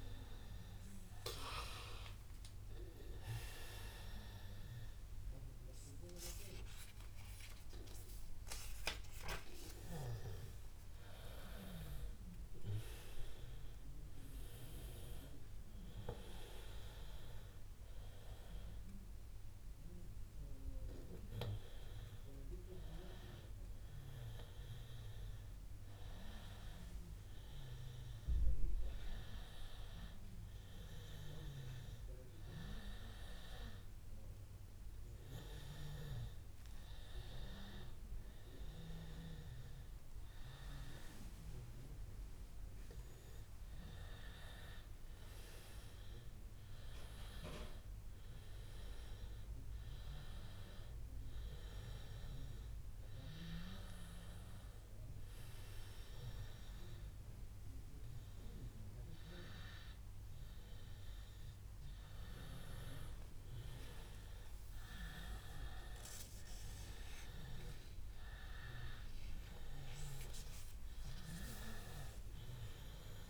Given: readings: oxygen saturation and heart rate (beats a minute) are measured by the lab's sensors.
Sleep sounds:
a person awake in a sleep study, by a room microphone; none
none scored
From the record:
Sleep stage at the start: awake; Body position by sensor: on the back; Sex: male

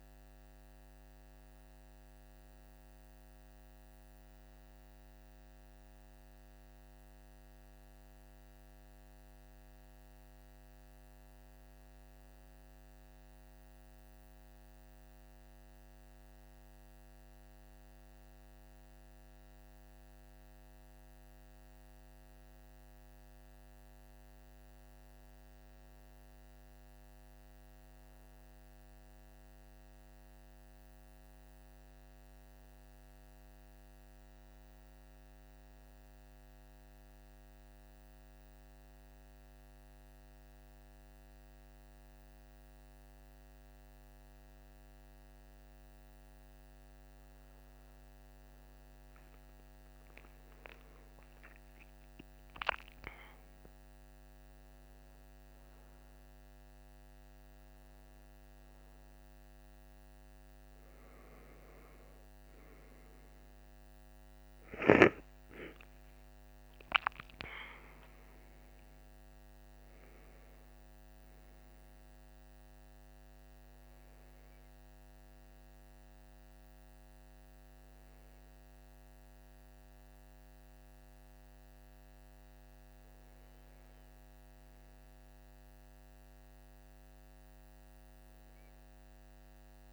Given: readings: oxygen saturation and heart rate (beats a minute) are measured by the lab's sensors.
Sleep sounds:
breathing in sleep, hard to hear, by a microphone on the trachea; none
49.00-53.00 s: arousal
88.50-89.93 s: new sleep stage, N2 (light sleep)
From the record:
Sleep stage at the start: N1 (lightest sleep); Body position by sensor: on the right side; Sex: male

